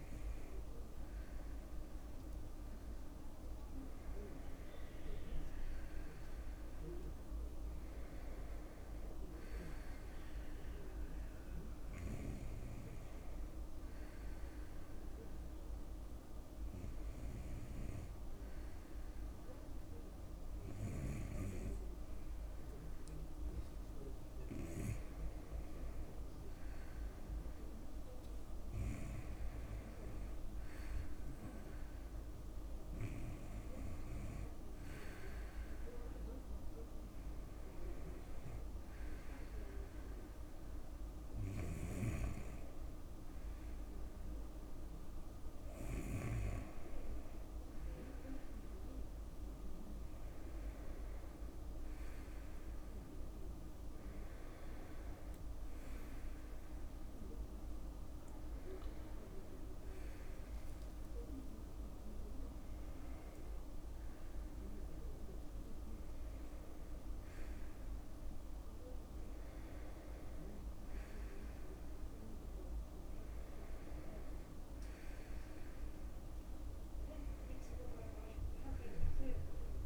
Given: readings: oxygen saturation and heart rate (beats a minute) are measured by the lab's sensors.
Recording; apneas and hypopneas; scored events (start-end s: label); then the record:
breathing in sleep by a room microphone; none
61.00-66.00 s: arousal
From the record:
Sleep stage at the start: N2 (light sleep); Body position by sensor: on the right side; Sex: male